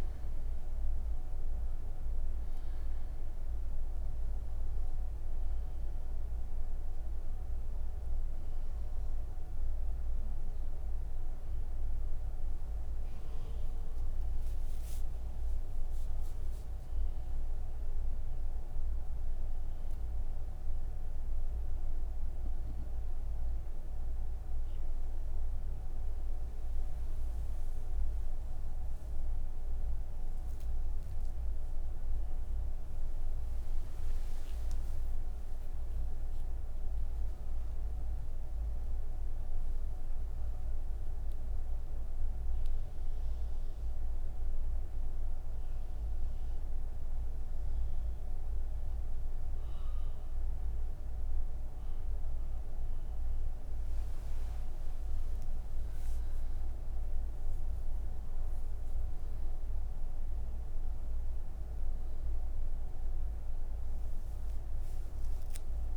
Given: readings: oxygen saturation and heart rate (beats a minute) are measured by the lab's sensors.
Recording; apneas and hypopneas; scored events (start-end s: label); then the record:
breathing in sleep, hard to hear, by a room microphone; 1
43.00-53.00 s: obstructive apnea (oxygen 98% before, 95% lowest)
From the record:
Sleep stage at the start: N1 (lightest sleep); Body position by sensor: on the right side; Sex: female